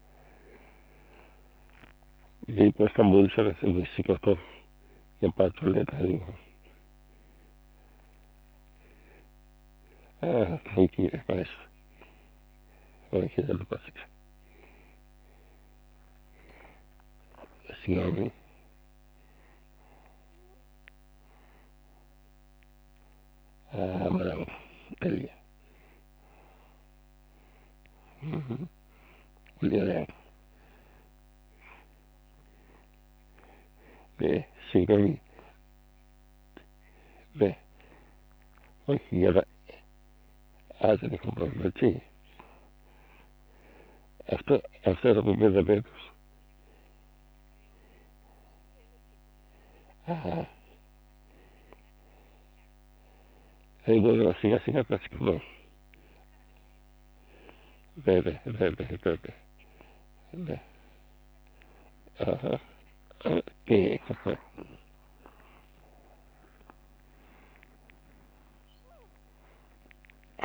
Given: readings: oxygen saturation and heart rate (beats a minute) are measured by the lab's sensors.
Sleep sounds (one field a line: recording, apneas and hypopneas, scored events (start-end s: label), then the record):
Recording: a person awake in a sleep study, by a microphone on the trachea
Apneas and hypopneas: none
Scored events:
2.50-39.50 s: snoring (device-marked)
9.50-17.50 s: tachycardia (device-marked, heart rate 83 before, 162 extreme)
15.00-17.00 s: long interval between heartbeats (device-marked, heart rate 85 before, 138 extreme)
17.00-19.00 s: long interval between heartbeats (device-marked, heart rate 91 before, 155 extreme)
41.50-64.00 s: snoring (device-marked)
42.50-52.50 s: drop in pulse transit time (device-marked, heart rate 79 before, 84 extreme)
59.50-66.50 s: tachycardia (device-marked, heart rate 83 before, 113 extreme)
63.00-65.00 s: long interval between heartbeats (device-marked, heart rate 84 before, 103 extreme)
From the record:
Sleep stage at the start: awake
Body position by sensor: on the back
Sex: male